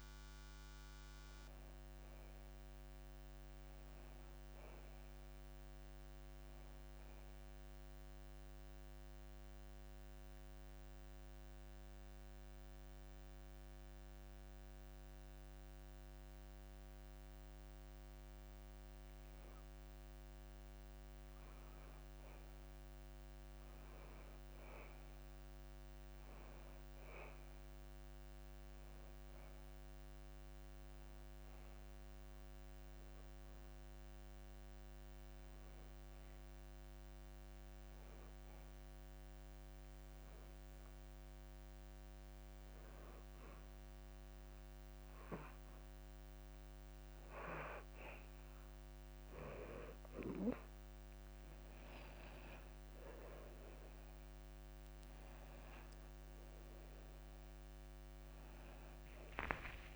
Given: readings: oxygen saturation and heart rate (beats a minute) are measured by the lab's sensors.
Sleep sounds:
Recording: breathing in sleep by a microphone on the trachea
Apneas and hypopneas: 2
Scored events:
0.00-27.00 s: oxygen desaturation (device-marked, oxygen 89% lowest, heart rate 58 extreme)
4.00-7.00 s: arousal
9.50-20.00 s: obstructive apnea (oxygen 97% before, 89% lowest, heart rate 61 before, 58 extreme, up 3 after)
22.50-26.50 s: arousal
32.00-46.00 s: hypopnea (oxygen 96% before, 89% lowest, heart rate 59 before, 59 extreme, up 2 after)
36.00-48.00 s: oxygen desaturation (device-marked, oxygen 96% before, 92% lowest, heart rate 60 before, 59 extreme)
50.00-53.50 s: arousal
57.00-59.96 s: oxygen desaturation (device-marked, oxygen 93% before, 89% lowest, heart rate 60 before, 58 extreme)
From the record:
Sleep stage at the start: N2 (light sleep)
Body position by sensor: on the back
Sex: male

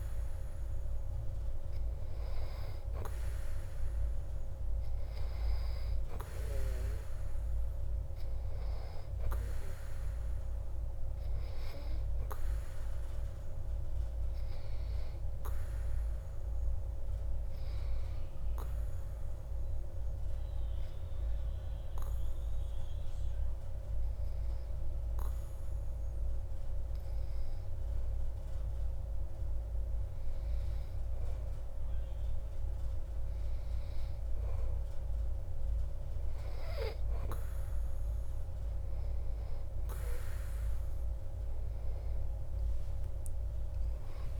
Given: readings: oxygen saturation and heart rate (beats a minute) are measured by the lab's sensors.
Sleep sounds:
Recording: breathing in sleep by a room microphone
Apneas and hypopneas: 1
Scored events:
0.00-2.00 s: arousal
4.50-25.50 s: oxygen desaturation (device-marked, oxygen 96% before, 92% lowest)
18.50-33.50 s: hypopnea (oxygen 96% before, 91% lowest)
43.00-44.40 s: arousal
From the record:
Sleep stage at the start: N2 (light sleep)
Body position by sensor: on the back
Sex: male

